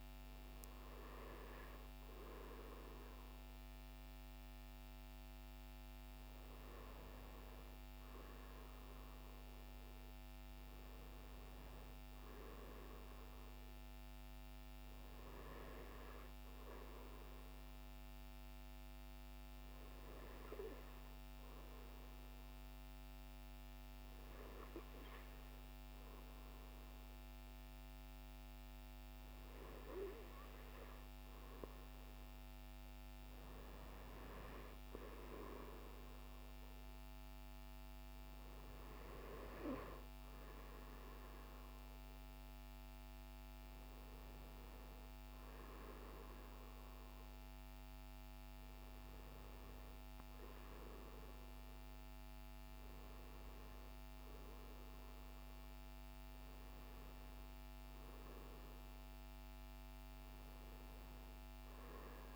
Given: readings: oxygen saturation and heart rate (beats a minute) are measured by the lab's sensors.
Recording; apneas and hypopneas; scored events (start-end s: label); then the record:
breathing in sleep by a microphone on the trachea; 1
17.50-32.00 s: hypopnea (oxygen 97% before, 95% lowest, heart rate 59 before, 53 extreme, up 10 after)
34.00-38.00 s: arousal
From the record:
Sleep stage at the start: N2 (light sleep); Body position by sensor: on the right side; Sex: male